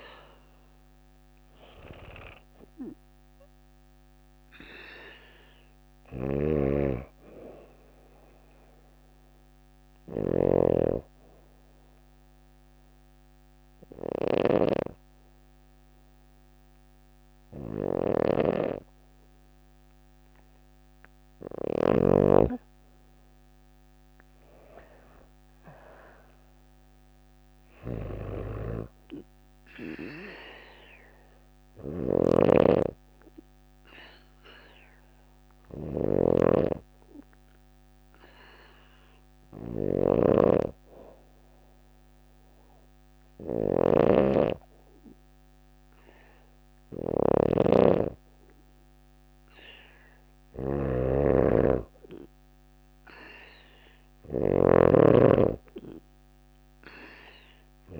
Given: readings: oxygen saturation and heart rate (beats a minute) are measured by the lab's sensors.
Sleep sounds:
breathing in sleep by a microphone on the trachea; 2
0.00-7.50 s: oxygen desaturation (device-marked, oxygen 92% lowest)
5.00-21.00 s: snoring (device-marked)
10.50-21.00 s: obstructive apnea (oxygen 96% before, 93% lowest, heart rate 42 before, 25 extreme, up 17 after)
24.00-27.00 s: arousal
27.00-58.00 s: snoring (device-marked)
32.50-47.00 s: obstructive apnea (oxygen 97% before, 93% lowest, heart rate 50 before, 34 extreme, up 9 after)
50.00-53.00 s: arousal
From the record:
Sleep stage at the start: N2 (light sleep); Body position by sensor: on the back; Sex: female

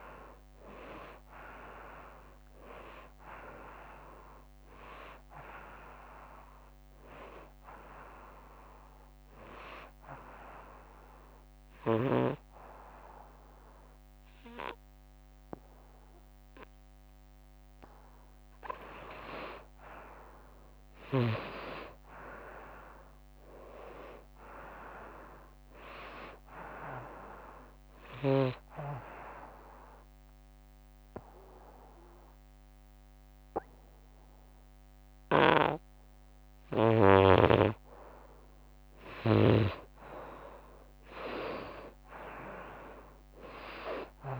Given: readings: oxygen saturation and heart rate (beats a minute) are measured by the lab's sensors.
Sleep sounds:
breathing in sleep by a microphone on the trachea; 2
0.00-12.50 s: oxygen desaturation (device-marked, oxygen 88% lowest, heart rate 78 extreme)
9.50-20.00 s: obstructive apnea (oxygen 96% before, 87% lowest, heart rate 90 before, 75 extreme, up 10 after)
21.50-25.00 s: arousal
24.50-37.50 s: oxygen desaturation (device-marked, oxygen 96% before, 88% lowest, heart rate 90 before, 74 extreme)
28.50-38.50 s: obstructive apnea (oxygen 96% before, 87% lowest, heart rate 88 before, 74 extreme, up 6 after)
35.00-44.40 s: snoring (device-marked)
40.00-43.00 s: arousal
From the record:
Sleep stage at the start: N2 (light sleep); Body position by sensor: on the front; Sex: female

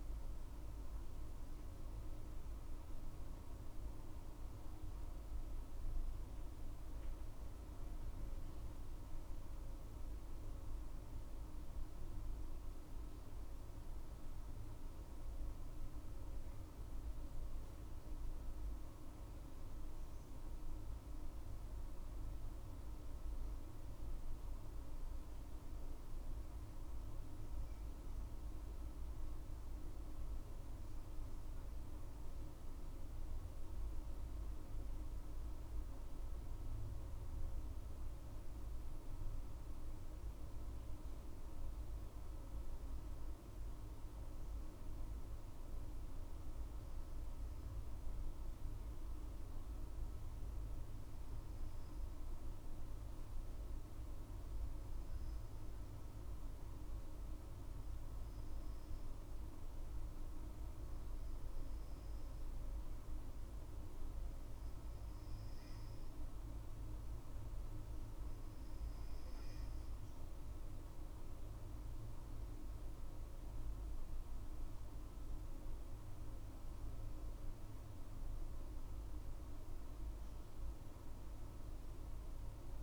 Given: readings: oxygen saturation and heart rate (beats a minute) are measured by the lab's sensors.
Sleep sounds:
breathing in sleep, hard to hear, by a room microphone; 1
44.00-66.50 s: hypopnea (oxygen 98% before, 96% lowest, heart rate 58 before, 60 extreme, up 9 after)
70.00-73.50 s: arousal
From the record:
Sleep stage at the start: N2 (light sleep); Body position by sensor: on the back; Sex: female

